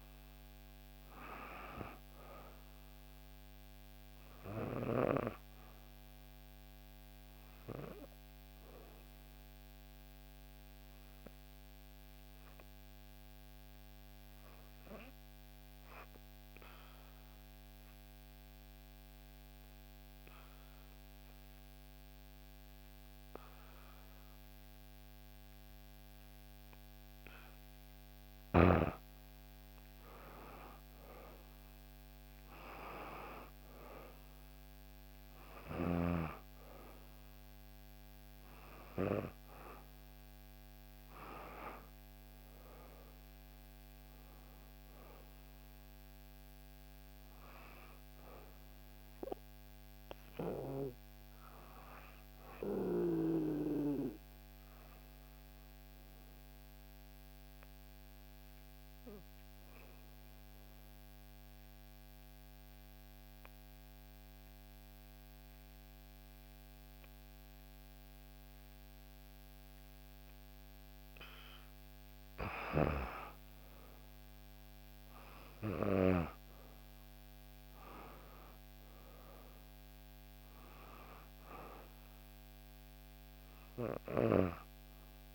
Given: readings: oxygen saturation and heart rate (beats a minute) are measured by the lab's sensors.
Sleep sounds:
breathing in sleep by a microphone on the trachea; 2
0.00-20.00 s: oxygen desaturation (device-marked, oxygen 90% lowest, heart rate 58 extreme)
5.50-28.00 s: obstructive apnea (oxygen 96% before, 89% lowest, heart rate 60 before, 58 extreme, up 5 after)
29.50-33.50 s: arousal
32.00-50.00 s: oxygen desaturation (device-marked, oxygen 97% before, 89% lowest, heart rate 59 before, 59 extreme)
53.50-70.50 s: obstructive apnea (oxygen 97% before, 91% lowest, heart rate 63 before, 58 extreme, up 5 after)
73.00-77.00 s: arousal
77.00-85.35 s: oxygen desaturation (device-marked, oxygen 97% before, 91% lowest, heart rate 60 before, 58 extreme)
From the record:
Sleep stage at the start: N2 (light sleep); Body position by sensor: on the back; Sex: female

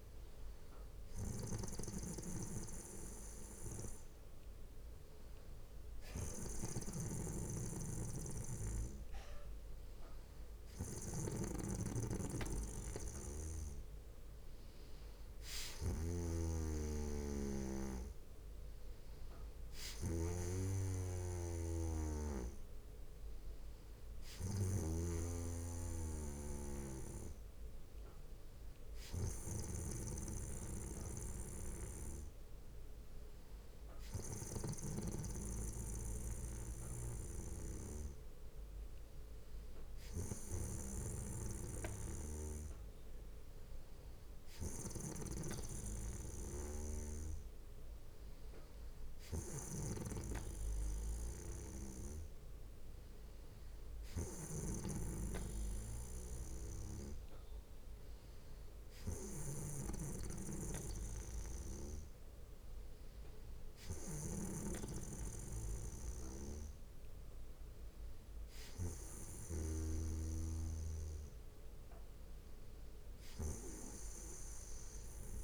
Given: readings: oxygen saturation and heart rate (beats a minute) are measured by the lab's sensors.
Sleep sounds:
breathing in sleep by a room microphone; none
27.50-29.50 s: bradycardia (device-marked, heart rate 62 before, 63 extreme)
58.50-60.50 s: bradycardia (device-marked, heart rate 62 before, 62 extreme)
68.50-70.50 s: bradycardia (device-marked, heart rate 63 before, 62 extreme)
From the record:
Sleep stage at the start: N2 (light sleep); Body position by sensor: on the back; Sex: male

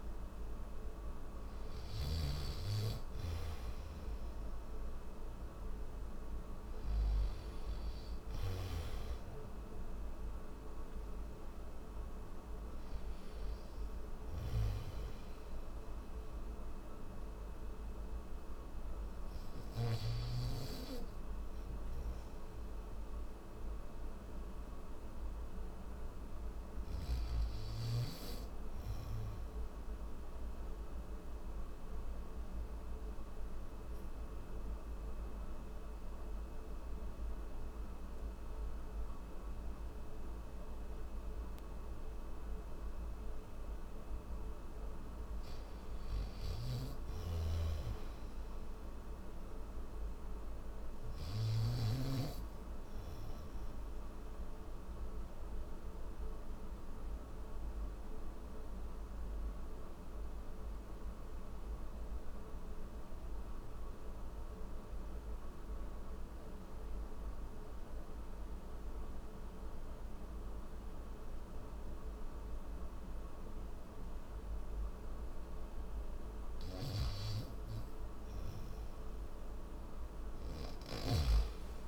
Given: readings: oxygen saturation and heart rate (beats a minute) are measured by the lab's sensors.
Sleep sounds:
breathing in sleep, hard to hear, by a room microphone; none
0.00-2.00 s: snoring (device-marked)
1.00-19.00 s: oxygen desaturation (device-marked, oxygen 97% before, 90% lowest, heart rate 66 before, 64 extreme)
45.50-51.50 s: snoring (device-marked)
56.00-76.00 s: oxygen desaturation (device-marked, oxygen 97% before, 90% lowest, heart rate 66 before, 63 extreme)
From the record:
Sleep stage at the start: N1 (lightest sleep); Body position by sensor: on the back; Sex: male

